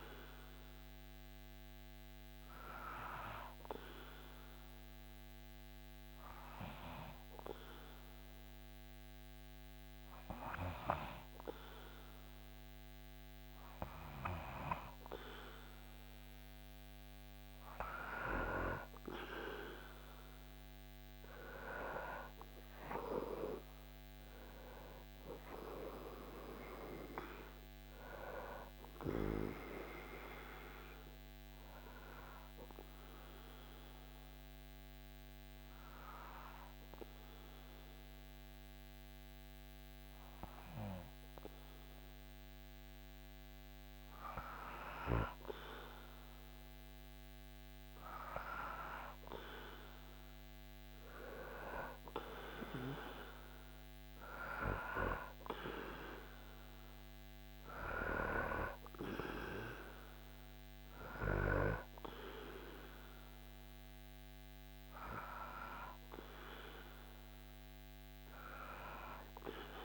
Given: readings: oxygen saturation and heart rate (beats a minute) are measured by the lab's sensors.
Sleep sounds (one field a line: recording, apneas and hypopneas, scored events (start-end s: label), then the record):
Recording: breathing in sleep by a microphone on the trachea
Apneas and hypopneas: 2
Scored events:
0.00-5.00 s: oxygen desaturation (device-marked, oxygen 95% lowest, heart rate 74 extreme)
1.50-15.50 s: obstructive apnea (oxygen 99% before, 94% lowest, heart rate 75 before, 76 extreme, up 3 after)
17.50-22.50 s: arousal
31.00-44.00 s: obstructive apnea (oxygen 97% before, 93% lowest, heart rate 78 before, 75 extreme, up 5 after)
45.00-49.50 s: arousal
From the record:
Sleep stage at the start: N2 (light sleep)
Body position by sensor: on the back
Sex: male